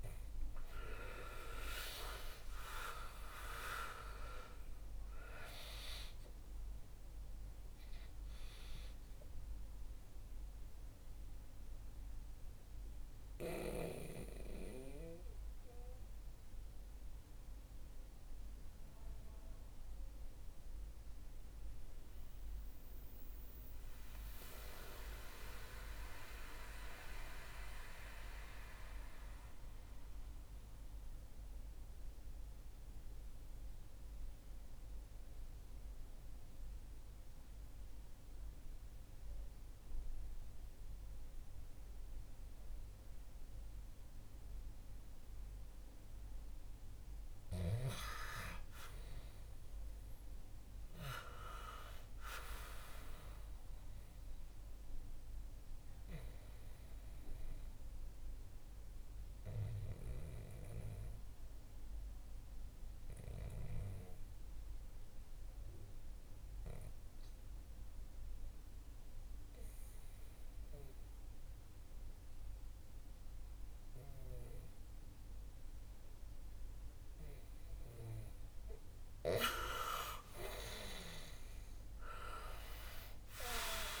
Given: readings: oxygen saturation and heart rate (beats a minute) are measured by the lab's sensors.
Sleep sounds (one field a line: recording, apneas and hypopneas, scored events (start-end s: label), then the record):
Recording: breathing in sleep by a room microphone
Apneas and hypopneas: 2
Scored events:
0.00-3.50 s: arousal
11.00-45.50 s: central apnea (oxygen 97% before, 88% lowest, heart rate 62 before, 54 extreme, up 10 after)
23.00-34.00 s: oxygen desaturation (device-marked, oxygen 93% before, 88% lowest, heart rate 61 before, 64 extreme)
47.50-51.50 s: arousal
54.00-72.00 s: oxygen desaturation (device-marked, oxygen 98% before, 94% lowest, heart rate 68 before, 64 extreme)
56.00-73.50 s: obstructive apnea (oxygen 98% before, 91% lowest, heart rate 68 before, 63 extreme, up 1 after)
60.00-84.00 s: new sleep stage, N2 (light sleep)
79.00-84.00 s: arousal
From the record:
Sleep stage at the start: REM sleep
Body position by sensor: on the back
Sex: male